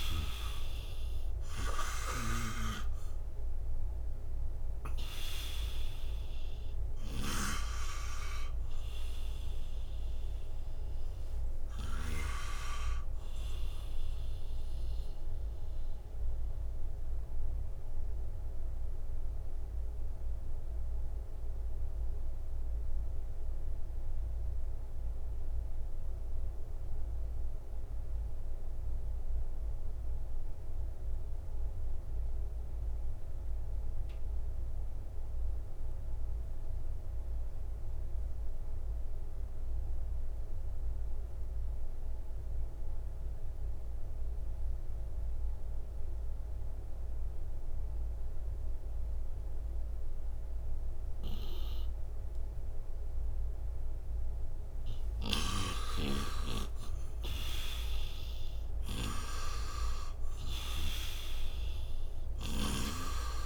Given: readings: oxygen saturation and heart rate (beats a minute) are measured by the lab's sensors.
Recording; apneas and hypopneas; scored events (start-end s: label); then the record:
breathing in sleep by a room microphone; 1
0.00-12.00 s: snoring (device-marked)
0.00-27.00 s: oxygen desaturation (device-marked, oxygen 86% lowest, heart rate 58 extreme)
15.50-53.50 s: mixed apnea (oxygen 96% before, 86% lowest, heart rate 76 before, 58 extreme, up 22 after)
45.00-63.46 s: oxygen desaturation (device-marked, oxygen 98% before, 86% lowest, heart rate 60 before, 58 extreme)
55.00-63.46 s: snoring (device-marked)
56.00-61.50 s: arousal
From the record:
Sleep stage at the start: N2 (light sleep); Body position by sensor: on the right side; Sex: male